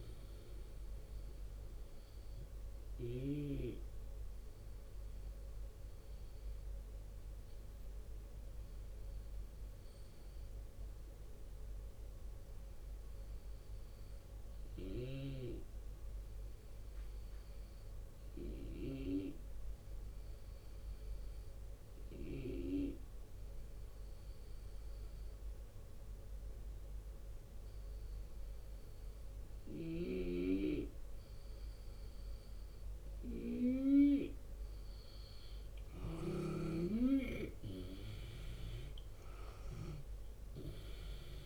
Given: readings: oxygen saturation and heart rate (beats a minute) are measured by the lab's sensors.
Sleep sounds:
breathing in sleep by a room microphone; 1
0.00-2.00 s: drop in pulse transit time (device-marked, heart rate 78 extreme)
0.00-3.00 s: snoring (device-marked)
0.00-19.00 s: oxygen desaturation (device-marked, oxygen 83% lowest, heart rate 74 extreme)
2.50-32.00 s: obstructive apnea (oxygen 92% before, 83% lowest, heart rate 80 before, 70 extreme, up 5 after)
34.00-41.46 s: oxygen desaturation (device-marked, oxygen 93% before, 85% lowest, heart rate 77 before, 70 extreme)
35.50-39.50 s: arousal
35.50-41.46 s: snoring (device-marked)
36.00-41.46 s: drop in pulse transit time (device-marked, heart rate 77 before, 73 extreme)
From the record:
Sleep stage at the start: REM sleep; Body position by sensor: on the left side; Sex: male

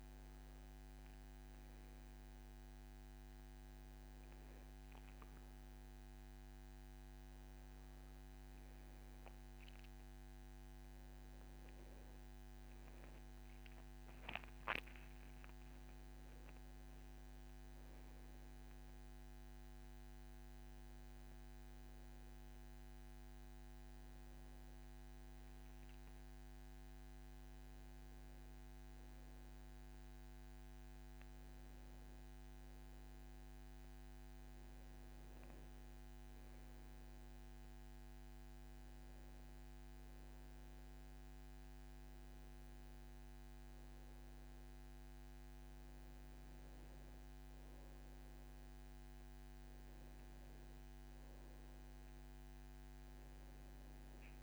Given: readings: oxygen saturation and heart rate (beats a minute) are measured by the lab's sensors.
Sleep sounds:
a person awake in a sleep study, hard to hear, by a microphone on the trachea; none
none scored
From the record:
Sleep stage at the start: awake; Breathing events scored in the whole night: 268 in 4.1 hours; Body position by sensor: on the back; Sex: male

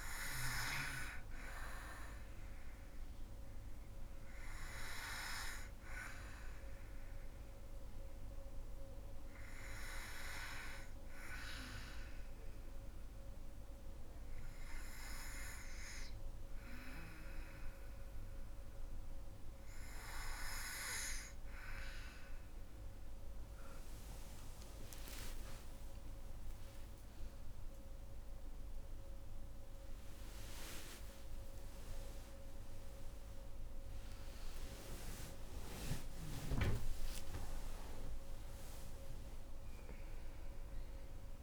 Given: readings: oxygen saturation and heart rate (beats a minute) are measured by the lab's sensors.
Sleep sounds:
breathing in sleep by a room microphone; 1
0.00-12.00 s: oxygen desaturation (device-marked, oxygen 94% lowest, heart rate 63 extreme)
5.00-20.50 s: hypopnea (oxygen 99% before, 94% lowest, heart rate 65 before, 63 extreme, up 15 after)
24.50-30.50 s: arousal
36.50-38.50 s: long interval between heartbeats (device-marked, heart rate 72 before, 85 extreme)
39.00-41.43 s: new sleep stage, N1 (lightest sleep)
From the record:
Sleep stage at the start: N2 (light sleep); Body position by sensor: on the back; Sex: female

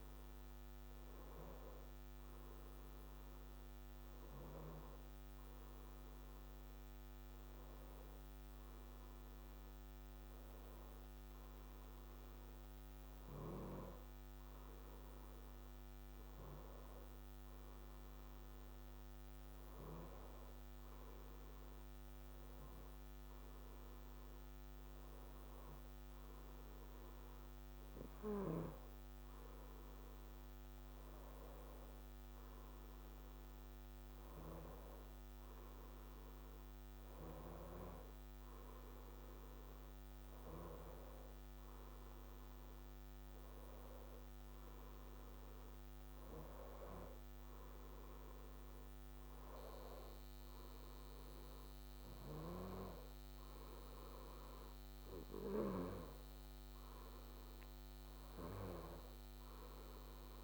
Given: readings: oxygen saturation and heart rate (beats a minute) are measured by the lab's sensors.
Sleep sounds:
breathing in sleep by a microphone on the trachea; none
none scored
From the record:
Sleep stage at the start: N2 (light sleep); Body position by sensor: on the back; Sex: male

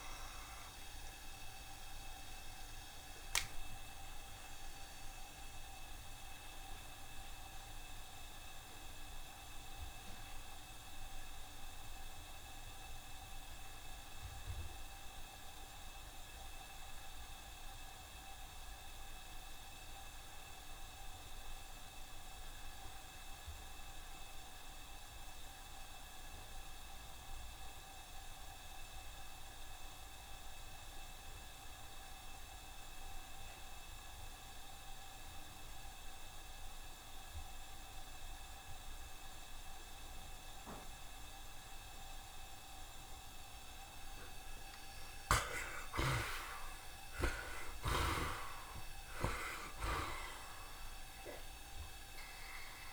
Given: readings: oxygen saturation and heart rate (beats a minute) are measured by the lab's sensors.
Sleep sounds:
breathing in sleep by a room microphone; 1
0.00-16.00 s: oxygen desaturation (device-marked, oxygen 62% lowest, heart rate 71 extreme)
3.00-44.00 s: obstructive apnea (oxygen 86% before, 58% lowest, heart rate 88 before, 71 extreme, up 23 after)
21.00-52.93 s: oxygen desaturation (device-marked, oxygen 89% before, 60% lowest, heart rate 75 before, 67 extreme)
45.00-47.00 s: long interval between heartbeats (device-marked, heart rate 75 before, 88 extreme)
45.50-49.50 s: arousal
47.50-49.50 s: long interval between heartbeats (device-marked, heart rate 77 before, 89 extreme)
From the record:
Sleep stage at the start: N2 (light sleep); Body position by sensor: on the right side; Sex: male

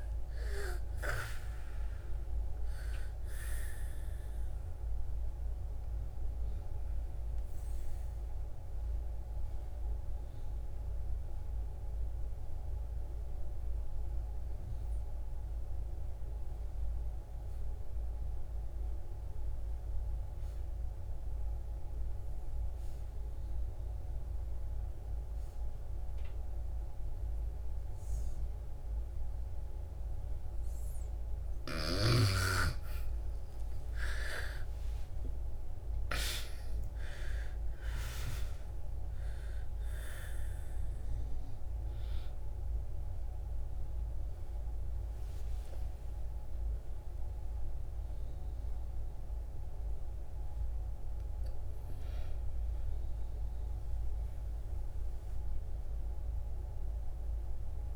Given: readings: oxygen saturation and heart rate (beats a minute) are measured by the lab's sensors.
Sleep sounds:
breathing in sleep by a room microphone; 1
0.00-1.50 s: arousal
0.00-20.50 s: oxygen desaturation (device-marked, oxygen 83% lowest, heart rate 59 extreme)
7.50-30.50 s: obstructive apnea (oxygen 97% before, 81% lowest, heart rate 66 before, 59 extreme, up 4 after)
27.50-57.96 s: oxygen desaturation (device-marked, oxygen 98% before, 81% lowest, heart rate 61 before, 59 extreme)
33.00-37.00 s: arousal
From the record:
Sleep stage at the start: N2 (light sleep); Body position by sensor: on the back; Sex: female

